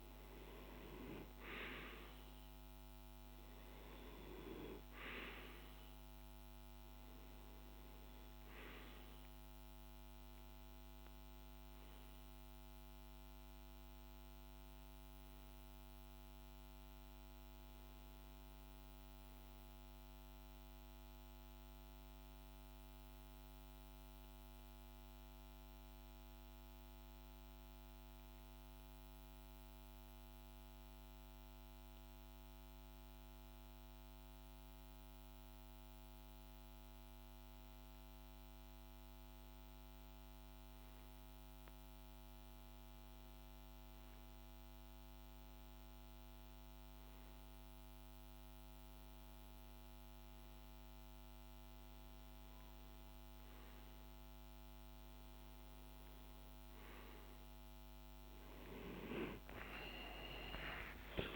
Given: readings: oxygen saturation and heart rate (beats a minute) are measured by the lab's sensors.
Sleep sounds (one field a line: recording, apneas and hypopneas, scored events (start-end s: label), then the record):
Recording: breathing in sleep by a microphone on the trachea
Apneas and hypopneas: none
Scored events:
59.00-61.36 s: arousal
From the record:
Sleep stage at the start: REM sleep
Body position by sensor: on the back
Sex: male